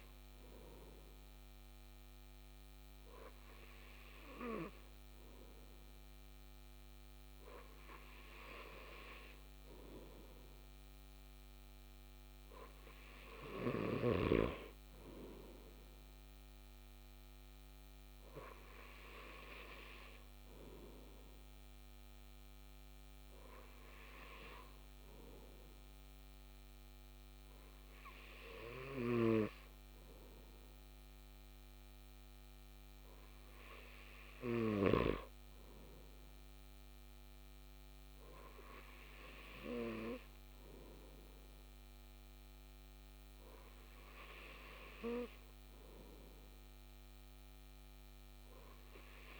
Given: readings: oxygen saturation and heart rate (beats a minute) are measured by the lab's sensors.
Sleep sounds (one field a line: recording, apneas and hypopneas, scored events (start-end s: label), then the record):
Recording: breathing in sleep by a microphone on the trachea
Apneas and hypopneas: none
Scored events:
29.00-35.00 s: snoring (device-marked)
From the record:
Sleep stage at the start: N2 (light sleep)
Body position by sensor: on the back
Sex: male